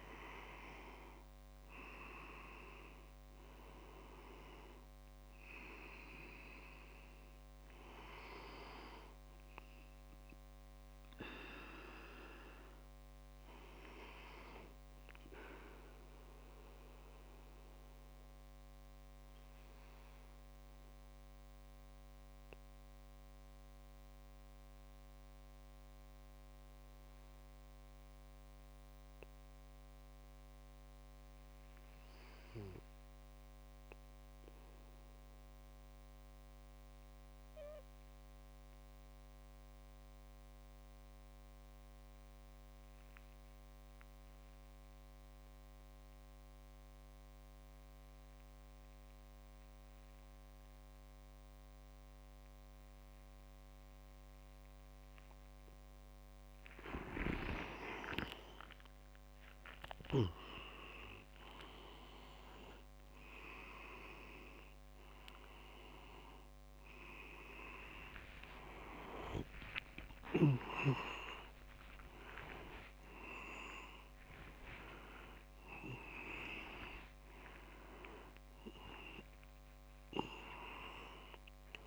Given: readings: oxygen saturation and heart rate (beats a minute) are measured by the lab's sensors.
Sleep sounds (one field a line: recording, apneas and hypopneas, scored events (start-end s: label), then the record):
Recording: breathing in sleep by a microphone on the trachea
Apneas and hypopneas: 1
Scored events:
0.00-1.50 s: leg movement (device-marked)
0.00-11.50 s: oxygen desaturation (device-marked, oxygen 94% lowest, heart rate 60 extreme)
15.50-56.50 s: mixed apnea (oxygen 98% before, 93% lowest, heart rate 72 before, 59 extreme, up 13 after)
48.50-74.50 s: oxygen desaturation (device-marked, oxygen 99% before, 93% lowest)
56.50-59.00 s: leg movement (device-marked)
60.50-62.50 s: leg movement (device-marked)
68.50-72.50 s: tachycardia (device-marked, heart rate 63 before, 115 extreme)
69.50-81.87 s: new sleep stage, awake
From the record:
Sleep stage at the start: N2 (light sleep)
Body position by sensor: on the back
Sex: male